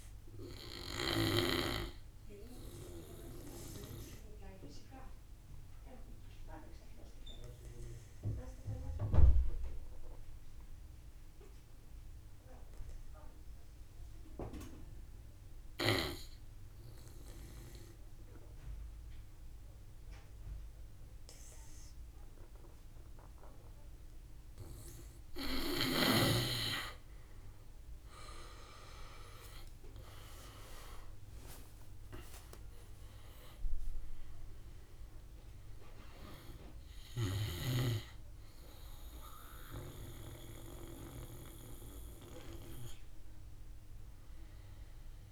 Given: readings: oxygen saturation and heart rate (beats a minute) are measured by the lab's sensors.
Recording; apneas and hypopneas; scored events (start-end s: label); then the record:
breathing in sleep by a room microphone; 1
0.00-1.00 s: snoring (device-marked)
0.00-12.50 s: oxygen desaturation (device-marked, oxygen 84% lowest, heart rate 55 extreme)
0.00-13.50 s: drop in pulse transit time (device-marked, heart rate 61 extreme)
1.00-24.50 s: obstructive apnea (oxygen 97% before, 82% lowest, heart rate 58 before, 48 extreme, up 19 after)
18.50-45.32 s: oxygen desaturation (device-marked, oxygen 97% before, 82% lowest, heart rate 62 before, 48 extreme)
28.50-33.00 s: arousal
29.50-41.50 s: drop in pulse transit time (device-marked, heart rate 60 before, 53 extreme)
From the record:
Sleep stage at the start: N2 (light sleep); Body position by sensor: on the back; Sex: male